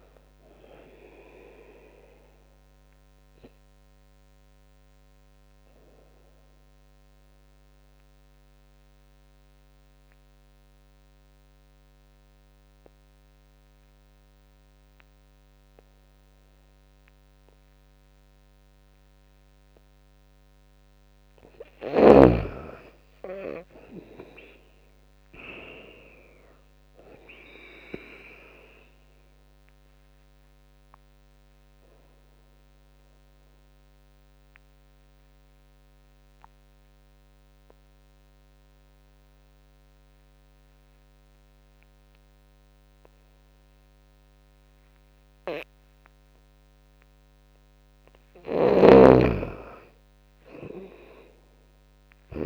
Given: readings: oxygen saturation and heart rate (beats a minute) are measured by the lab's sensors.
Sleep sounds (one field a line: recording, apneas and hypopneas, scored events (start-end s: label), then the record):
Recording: breathing in sleep by a microphone on the trachea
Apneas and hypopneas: 2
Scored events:
0.00-8.00 s: drop in pulse transit time (device-marked, heart rate 70 extreme)
0.00-14.00 s: oxygen desaturation (device-marked, oxygen 93% lowest, heart rate 64 extreme)
3.00-21.00 s: obstructive apnea (oxygen 100% before, 89% lowest, heart rate 72 before, 64 extreme, up 13 after)
21.00-46.00 s: oxygen desaturation (device-marked, oxygen 98% before, 89% lowest, heart rate 73 before, 64 extreme)
23.00-26.00 s: arousal
24.00-35.00 s: drop in pulse transit time (device-marked, heart rate 73 before, 69 extreme)
29.00-47.50 s: obstructive apnea (oxygen 98% before, 86% lowest, heart rate 75 before, 64 extreme, up 20 after)
48.00-52.00 s: snoring (device-marked)
48.00-52.46 s: oxygen desaturation (device-marked, oxygen 98% before, 92% lowest, heart rate 73 before, 68 extreme)
50.00-52.46 s: arousal
50.00-52.46 s: drop in pulse transit time (device-marked, heart rate 72 before, 74 extreme)
From the record:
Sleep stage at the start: N2 (light sleep)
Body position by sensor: on the back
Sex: female